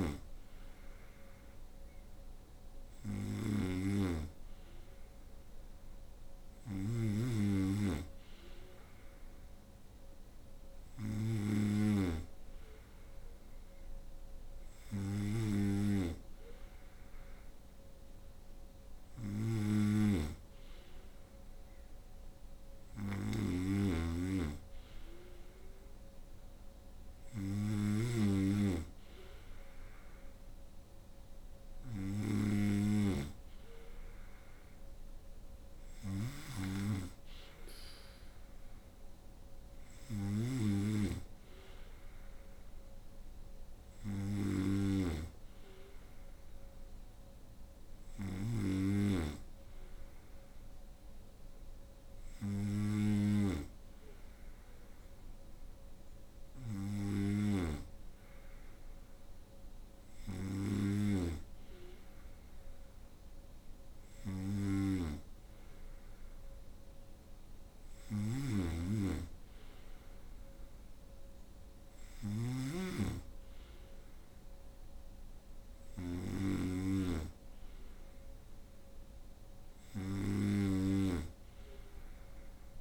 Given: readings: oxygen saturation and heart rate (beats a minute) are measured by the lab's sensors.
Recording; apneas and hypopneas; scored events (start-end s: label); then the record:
breathing in sleep by a room microphone; none
0.00-57.00 s: snoring (device-marked)
59.00-82.81 s: snoring (device-marked)
From the record:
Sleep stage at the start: N2 (light sleep); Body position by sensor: on the right side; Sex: female